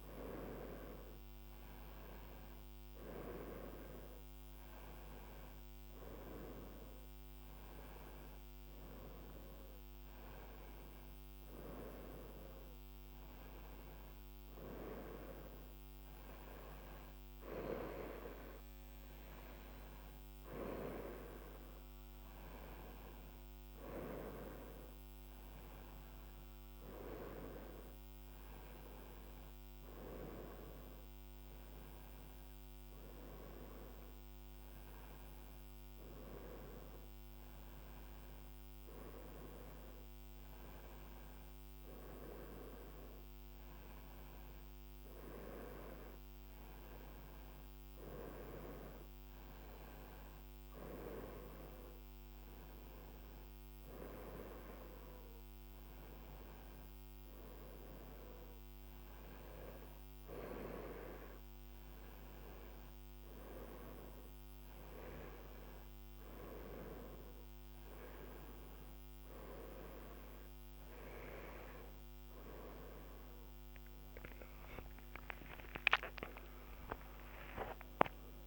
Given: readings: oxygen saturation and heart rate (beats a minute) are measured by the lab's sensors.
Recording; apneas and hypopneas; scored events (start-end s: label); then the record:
breathing in sleep by a microphone on the trachea; none
74.50-78.47 s: arousal
From the record:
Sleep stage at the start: N1 (lightest sleep); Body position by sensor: on the right side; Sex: female